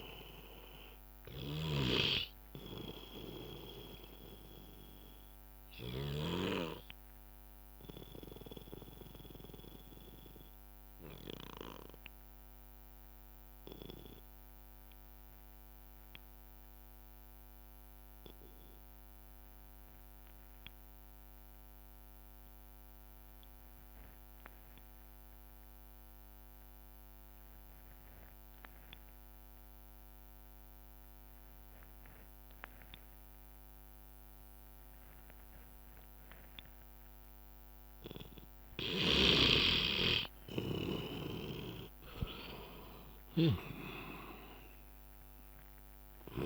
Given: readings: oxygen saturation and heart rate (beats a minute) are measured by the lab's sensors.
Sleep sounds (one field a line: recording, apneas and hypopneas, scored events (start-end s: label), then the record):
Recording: breathing in sleep by a microphone on the trachea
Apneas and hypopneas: 1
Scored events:
0.00-4.50 s: drop in pulse transit time (device-marked, heart rate 60 extreme)
0.00-15.50 s: oxygen desaturation (device-marked, oxygen 85% lowest, heart rate 53 extreme)
1.00-6.00 s: snoring (device-marked)
1.50-25.50 s: bradycardia (device-marked, heart rate 67 before, 53 extreme)
4.00-38.00 s: obstructive apnea (oxygen 98% before, 85% lowest, heart rate 67 before, 53 extreme, up 14 after)
33.50-46.46 s: oxygen desaturation (device-marked, oxygen 99% before, 86% lowest, heart rate 58 before, 54 extreme)
39.00-43.50 s: snoring (device-marked)
41.00-44.50 s: arousal
41.50-46.46 s: drop in pulse transit time (device-marked, heart rate 60 before, 64 extreme)
From the record:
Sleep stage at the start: N2 (light sleep)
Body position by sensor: on the back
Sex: male